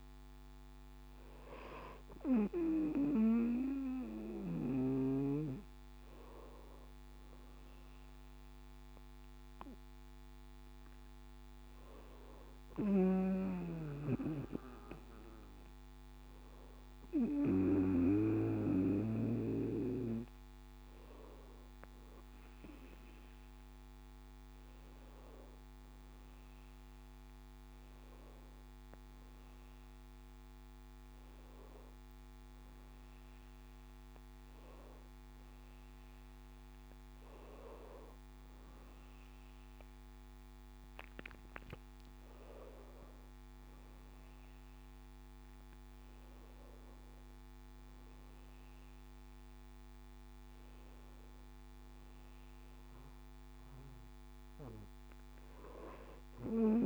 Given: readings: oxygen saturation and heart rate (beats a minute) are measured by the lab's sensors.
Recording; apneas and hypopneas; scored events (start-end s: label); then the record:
breathing in sleep by a microphone on the trachea; none
0.00-1.50 s: oxygen desaturation (device-marked, oxygen 84% lowest, heart rate 67 extreme)
36.50-41.00 s: arousal
From the record:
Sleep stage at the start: N2 (light sleep); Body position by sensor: on the back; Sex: male